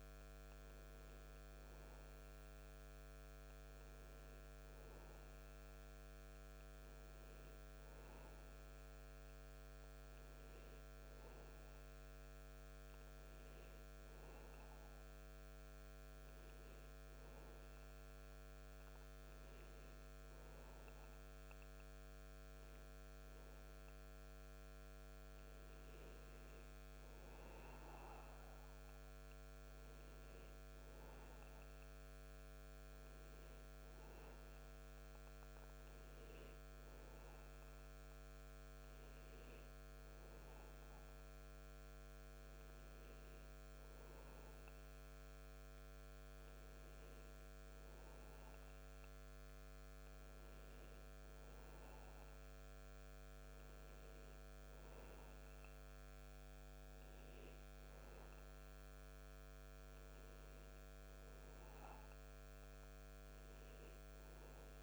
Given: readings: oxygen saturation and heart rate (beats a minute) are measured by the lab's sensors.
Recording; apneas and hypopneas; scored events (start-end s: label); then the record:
breathing in sleep, hard to hear, by a microphone on the trachea; none
none scored
From the record:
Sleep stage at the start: N2 (light sleep); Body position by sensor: on the back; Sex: male